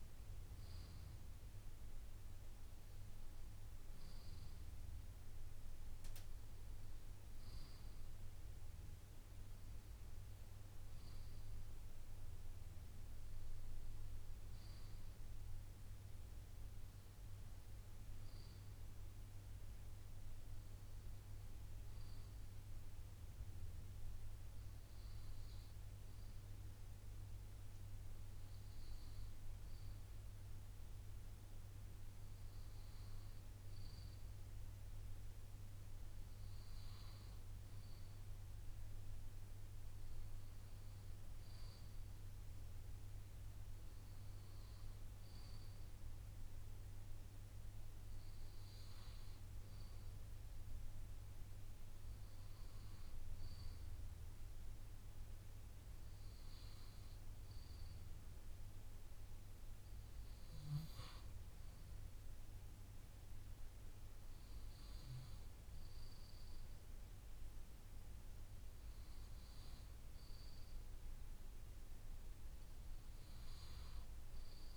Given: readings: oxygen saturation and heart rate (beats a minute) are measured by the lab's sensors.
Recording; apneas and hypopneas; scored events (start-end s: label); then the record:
breathing in sleep, hard to hear, by a room microphone; none
none scored
From the record:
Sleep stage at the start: N2 (light sleep); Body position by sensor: on the left side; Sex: male